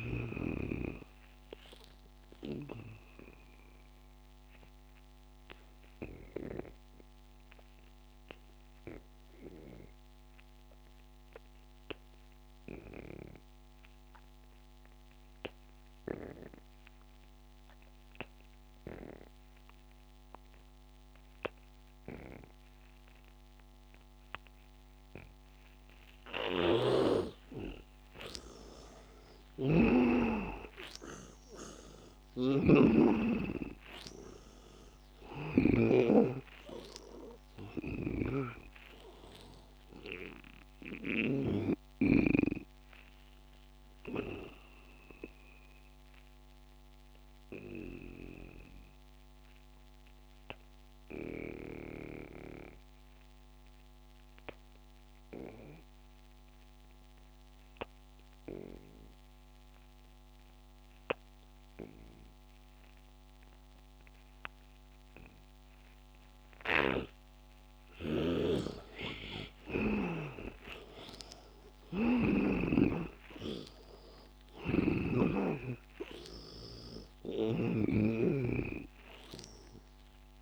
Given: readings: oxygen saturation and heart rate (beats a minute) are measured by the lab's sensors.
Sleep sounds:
breathing in sleep by a microphone on the trachea; 2
0.00-8.50 s: oxygen desaturation (device-marked, oxygen 80% lowest, heart rate 86 extreme)
2.50-27.50 s: obstructive apnea (oxygen 99% before, 80% lowest, heart rate 95 before, 86 extreme, up 8 after)
24.50-51.50 s: oxygen desaturation (device-marked, oxygen 98% before, 80% lowest, heart rate 89 before, 77 extreme)
26.50-36.00 s: snoring (device-marked)
29.50-33.00 s: arousal
38.00-41.50 s: snoring (device-marked)
43.00-67.50 s: obstructive apnea (oxygen 99% before, 80% lowest, heart rate 93 before, 77 extreme, up 18 after)
63.50-80.42 s: oxygen desaturation (device-marked, oxygen 100% before, 81% lowest, heart rate 87 before, 80 extreme)
66.50-70.00 s: snoring (device-marked)
69.00-72.50 s: arousal
74.50-80.42 s: snoring (device-marked)
From the record:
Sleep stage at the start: N2 (light sleep); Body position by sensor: on the back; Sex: male

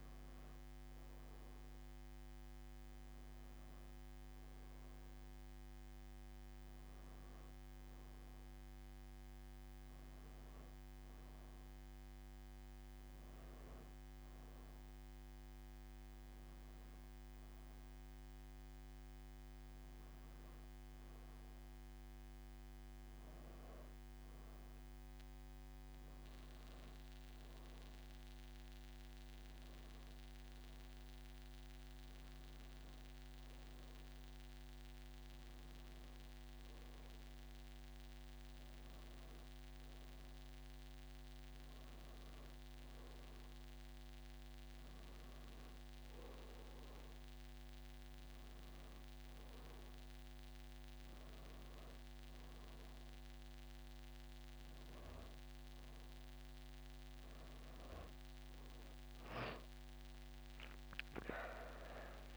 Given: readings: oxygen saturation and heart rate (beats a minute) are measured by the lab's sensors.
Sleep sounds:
a person partly awake in a sleep study, hard to hear, by a microphone on the trachea; none
0.00-12.50 s: oxygen desaturation (device-marked, oxygen 92% lowest)
4.50-62.37 s: new sleep stage, N1 (lightest sleep)
From the record:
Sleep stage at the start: awake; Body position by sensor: on the back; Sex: female

